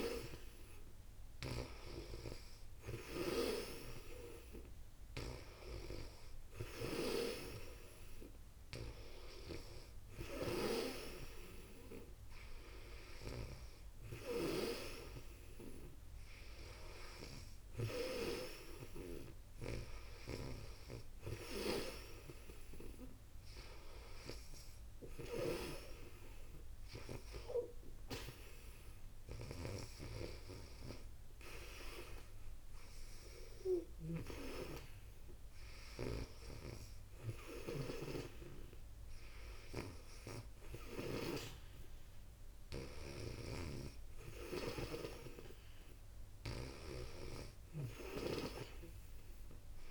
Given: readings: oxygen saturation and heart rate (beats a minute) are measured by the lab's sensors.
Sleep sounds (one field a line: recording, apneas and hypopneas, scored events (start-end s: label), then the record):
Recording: breathing in sleep by a room microphone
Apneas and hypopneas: none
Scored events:
1.50-7.00 s: snoring (device-marked)
9.00-34.00 s: snoring (device-marked)
36.00-41.00 s: snoring (device-marked)
43.00-46.50 s: snoring (device-marked)
From the record:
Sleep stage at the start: N2 (light sleep)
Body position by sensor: on the back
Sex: female